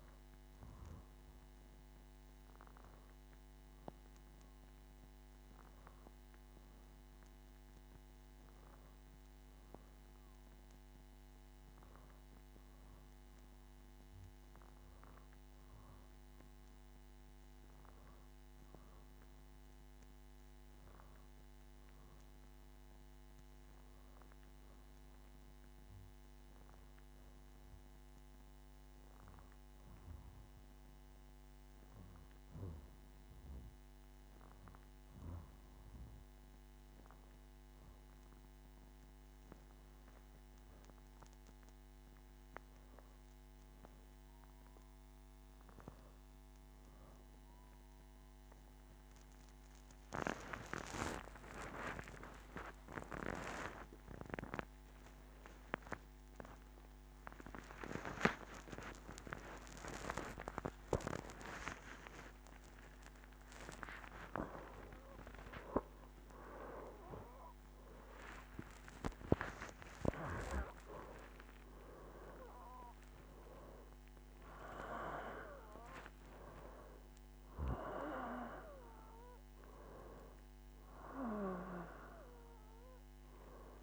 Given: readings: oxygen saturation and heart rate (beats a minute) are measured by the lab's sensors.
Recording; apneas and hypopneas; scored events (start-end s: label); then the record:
a person awake in a sleep study, by a microphone on the trachea; none
35.50-83.83 s: new sleep stage, awake
44.00-46.00 s: long interval between heartbeats (device-marked, heart rate 72 before, 78 extreme)
50.00-52.00 s: long interval between heartbeats (device-marked, heart rate 73 before, 80 extreme)
52.50-54.50 s: long interval between heartbeats (device-marked, heart rate 75 before, 100 extreme)
55.00-57.00 s: long interval between heartbeats (device-marked, heart rate 78 before, 112 extreme)
57.50-59.50 s: long interval between heartbeats (device-marked, heart rate 85 before, 133 extreme)
59.50-61.50 s: long interval between heartbeats (device-marked, heart rate 92 before, 160 extreme)
61.50-63.50 s: long interval between heartbeats (device-marked, heart rate 101 before, 184 extreme)
65.50-67.50 s: long interval between heartbeats (device-marked, heart rate 124 before, 199 extreme)
68.00-70.00 s: long interval between heartbeats (device-marked, heart rate 137 before, 195 extreme)
73.50-75.50 s: long interval between heartbeats (device-marked, heart rate 166 before, 138 extreme)
From the record:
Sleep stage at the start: N2 (light sleep); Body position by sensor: on the back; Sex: female